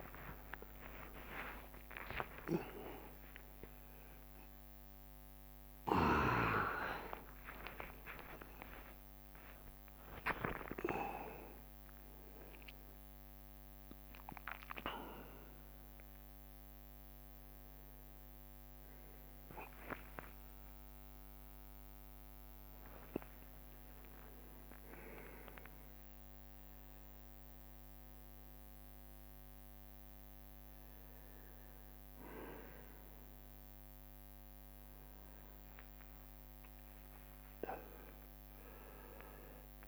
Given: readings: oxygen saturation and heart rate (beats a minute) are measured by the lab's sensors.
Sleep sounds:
a person awake in a sleep study, by a microphone on the trachea; none
0.00-1.00 s: drop in pulse transit time (device-marked, heart rate 80 extreme)
0.00-14.00 s: bradycardia (device-marked)
2.50-4.50 s: long interval between heartbeats (device-marked, heart rate 142 before, 59 extreme)
11.00-13.00 s: long interval between heartbeats (device-marked)
12.00-15.00 s: leg movement (device-marked)
18.00-26.00 s: tachycardia (device-marked, heart rate 77 before, 150 extreme)
18.00-28.00 s: drop in pulse transit time (device-marked, heart rate 56 before, 73 extreme)
20.00-27.00 s: leg movement (device-marked)
21.50-23.50 s: long interval between heartbeats (device-marked, heart rate 51 before, 101 extreme)
23.50-25.50 s: long interval between heartbeats (device-marked, heart rate 56 before, 141 extreme)
35.00-39.88 s: leg movement (device-marked)
38.00-39.88 s: drop in pulse transit time (device-marked, heart rate 96 before, 87 extreme)
From the record:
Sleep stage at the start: awake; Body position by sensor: on the right side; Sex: male

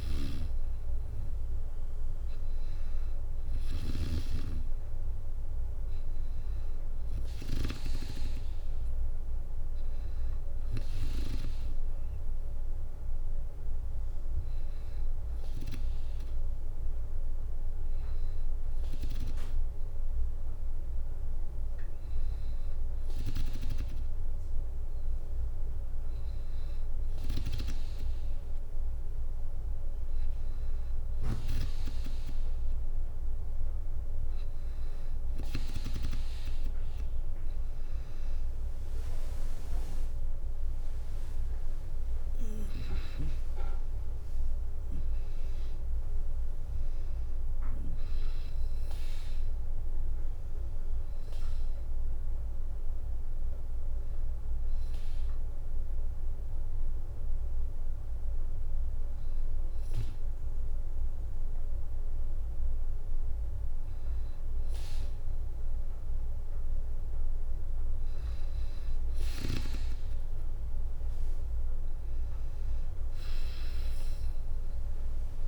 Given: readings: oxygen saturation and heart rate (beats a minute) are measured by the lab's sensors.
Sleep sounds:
breathing in sleep by a room microphone; 2
0.00-2.50 s: arousal
0.00-3.50 s: snoring (device-marked)
12.00-24.00 s: hypopnea (oxygen 97% before, 94% lowest, heart rate 63 before, 61 extreme, up 0 after)
40.00-44.00 s: arousal
42.50-58.50 s: drop in pulse transit time (device-marked, heart rate 63 before, 61 extreme)
44.00-46.00 s: long interval between heartbeats (device-marked, heart rate 63 before, 78 extreme)
53.50-64.50 s: hypopnea (oxygen 97% before, 94% lowest, heart rate 69 before, 60 extreme, up 3 after)
74.00-75.48 s: arousal
From the record:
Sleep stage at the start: N2 (light sleep); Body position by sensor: on the back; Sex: female

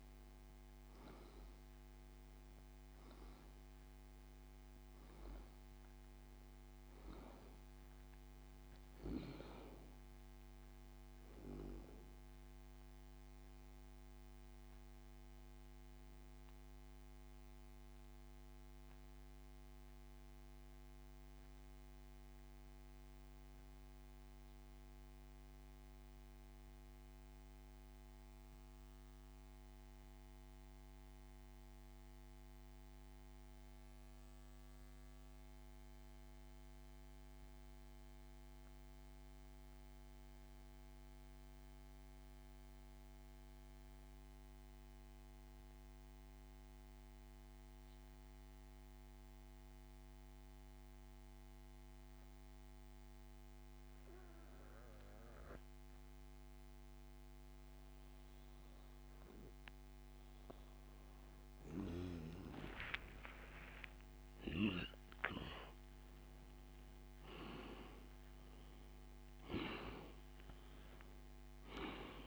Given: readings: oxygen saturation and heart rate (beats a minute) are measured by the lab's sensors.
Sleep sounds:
breathing in sleep by a microphone on the trachea; 1
0.00-4.00 s: oxygen desaturation (device-marked, oxygen 93% lowest)
17.00-58.00 s: mixed apnea (oxygen 96% before, 86% lowest)
25.00-46.00 s: oxygen desaturation (device-marked, oxygen 93% before, 86% lowest, heart rate 34 before, 39 extreme)
63.50-69.50 s: arousal
From the record:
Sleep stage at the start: N2 (light sleep); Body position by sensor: on the back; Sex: male

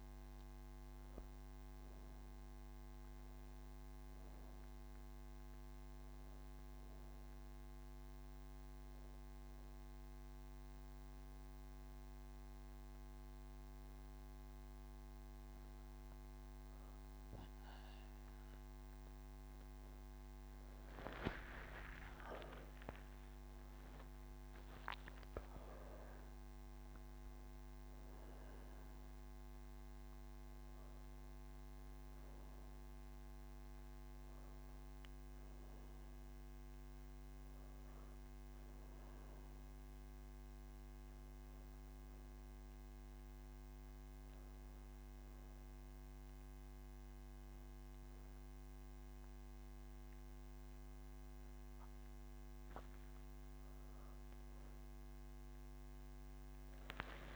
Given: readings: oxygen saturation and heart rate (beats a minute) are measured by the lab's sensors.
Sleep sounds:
breathing in sleep, hard to hear, by a microphone on the trachea; none
0.00-4.00 s: oxygen desaturation (device-marked, oxygen 95% before, 92% lowest)
From the record:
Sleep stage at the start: N1 (lightest sleep); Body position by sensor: on the back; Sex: female

